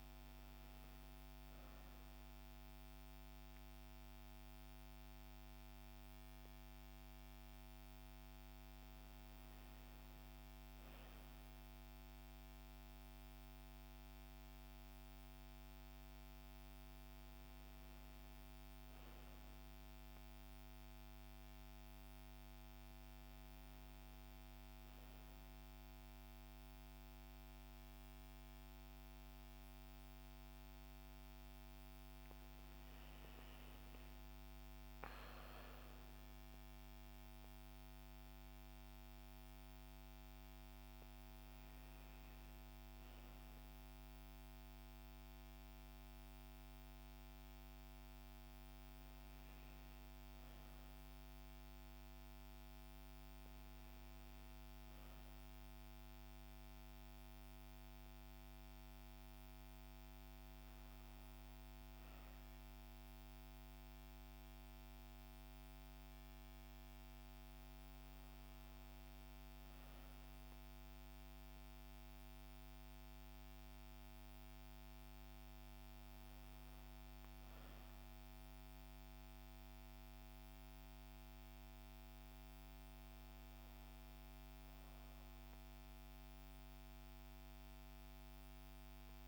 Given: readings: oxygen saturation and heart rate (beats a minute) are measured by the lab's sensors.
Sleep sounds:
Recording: breathing in sleep, hard to hear, by a microphone on the trachea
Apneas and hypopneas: none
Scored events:
37.50-41.50 s: arousal
From the record:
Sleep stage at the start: N2 (light sleep)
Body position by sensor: on the back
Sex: female

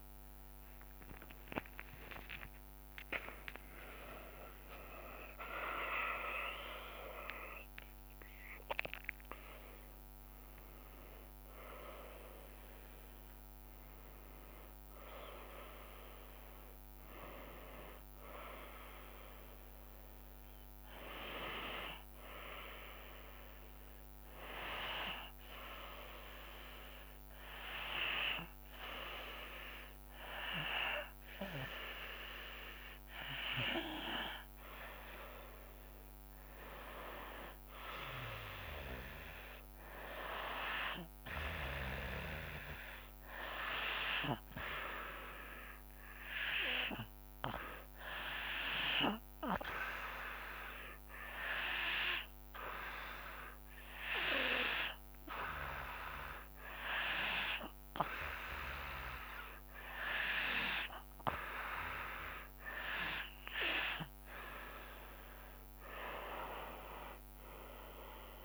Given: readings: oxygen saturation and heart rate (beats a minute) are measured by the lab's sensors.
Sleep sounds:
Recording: breathing in sleep by a microphone on the trachea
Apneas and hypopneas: 1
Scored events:
0.00-5.00 s: tachycardia (device-marked, heart rate 123 extreme)
0.50-7.00 s: arousal
3.00-15.00 s: drop in pulse transit time (device-marked, heart rate 78 before, 88 extreme)
37.50-41.50 s: arousal
46.00-58.00 s: hypopnea (oxygen 96% before, 93% lowest, heart rate 74 before, 71 extreme, up 1 after)
60.00-63.00 s: arousal
61.00-68.45 s: oxygen desaturation (device-marked, oxygen 96% before, 93% lowest, heart rate 74 before, 68 extreme)
66.00-68.45 s: drop in pulse transit time (device-marked, heart rate 75 before, 73 extreme)
From the record:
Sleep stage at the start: N2 (light sleep)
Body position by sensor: on the right side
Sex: female

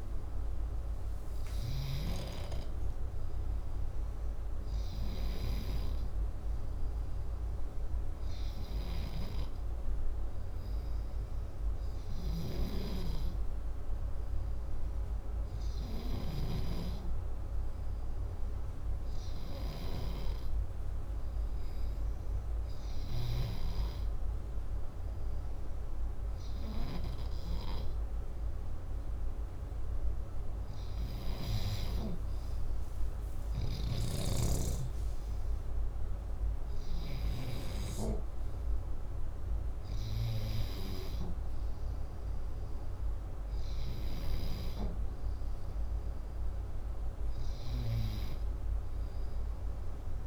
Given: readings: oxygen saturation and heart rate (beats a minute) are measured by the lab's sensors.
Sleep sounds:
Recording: breathing in sleep by a room microphone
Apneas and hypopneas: none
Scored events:
none scored
From the record:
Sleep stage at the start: N2 (light sleep)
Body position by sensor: upright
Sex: male

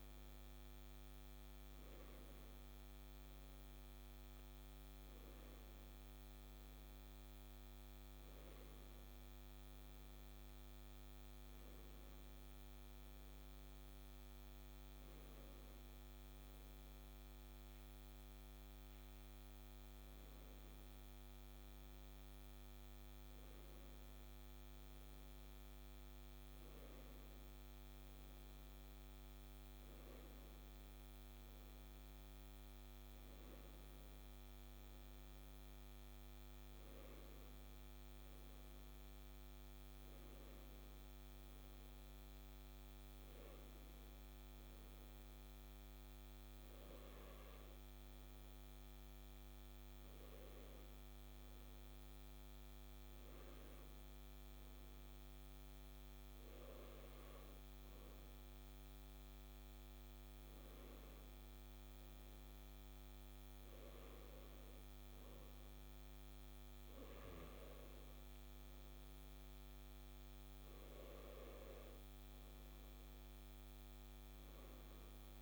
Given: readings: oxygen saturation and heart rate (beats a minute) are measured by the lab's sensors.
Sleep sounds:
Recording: a person awake in a sleep study, hard to hear, by a microphone on the trachea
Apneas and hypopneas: none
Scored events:
none scored
From the record:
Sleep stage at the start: awake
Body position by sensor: on the left side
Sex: male

